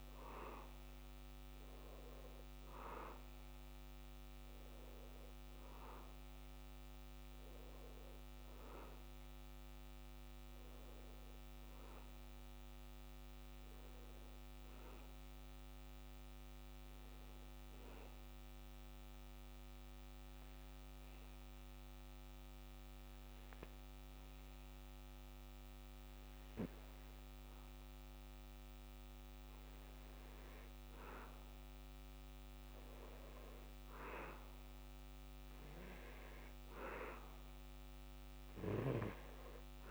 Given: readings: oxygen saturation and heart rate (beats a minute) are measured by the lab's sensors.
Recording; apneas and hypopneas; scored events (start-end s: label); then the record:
breathing in sleep by a microphone on the trachea; 1
13.00-26.00 s: obstructive apnea (oxygen 93% before, 90% lowest, heart rate 74 before, 71 extreme, up 1 after)
20.00-39.91 s: new sleep stage, N2 (light sleep)
23.00-35.00 s: oxygen desaturation (device-marked, oxygen 93% before, 90% lowest, heart rate 74 before, 71 extreme)
29.50-34.50 s: arousal
From the record:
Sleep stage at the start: N1 (lightest sleep); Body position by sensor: on the back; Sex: male